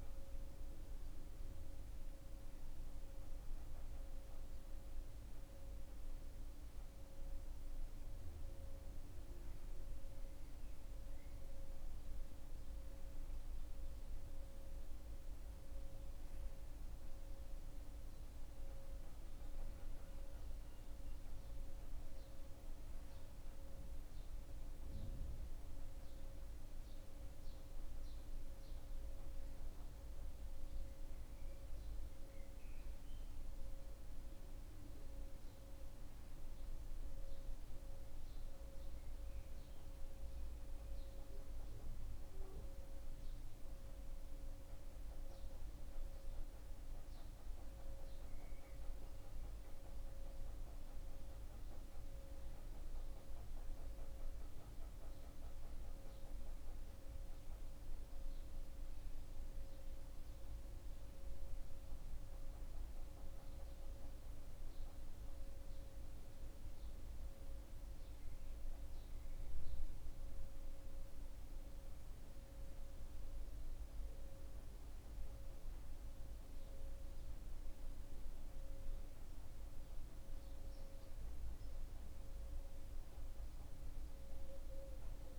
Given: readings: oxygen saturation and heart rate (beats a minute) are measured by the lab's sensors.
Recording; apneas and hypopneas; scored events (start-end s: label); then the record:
a person partly awake in a sleep study, hard to hear, by a room microphone; none
4.00-85.39 s: new sleep stage, N2 (light sleep)
From the record:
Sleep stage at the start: awake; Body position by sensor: on the back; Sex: male